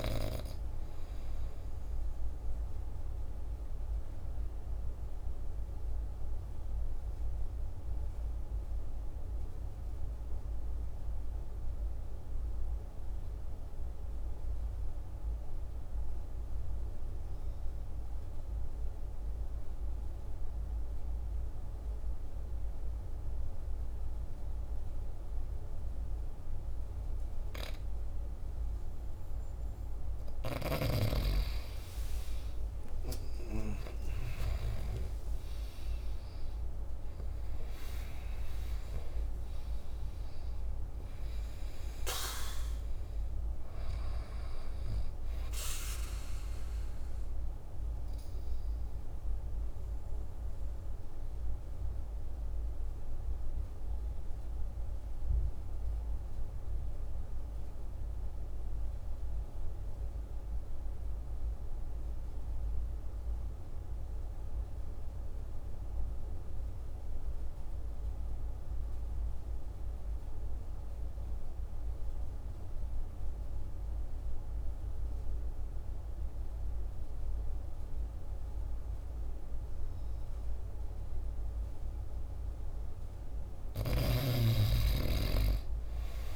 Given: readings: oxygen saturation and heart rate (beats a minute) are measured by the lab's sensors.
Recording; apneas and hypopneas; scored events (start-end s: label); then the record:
breathing in sleep by a room microphone; 2
0.00-15.00 s: oxygen desaturation (device-marked, oxygen 92% lowest, heart rate 47 extreme)
2.00-29.00 s: obstructive apnea (oxygen 99% before, 89% lowest, heart rate 55 before, 47 extreme, up 12 after)
28.00-60.00 s: oxygen desaturation (device-marked, oxygen 99% before, 89% lowest, heart rate 47 before, 47 extreme)
33.00-37.00 s: arousal
50.00-82.00 s: obstructive apnea (oxygen 98% before, 89% lowest, heart rate 59 before, 47 extreme, up 11 after)
75.00-86.35 s: oxygen desaturation (device-marked, oxygen 99% before, 93% lowest, heart rate 49 before, 47 extreme)
84.50-86.35 s: arousal
From the record:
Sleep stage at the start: N2 (light sleep); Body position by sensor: on the back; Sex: male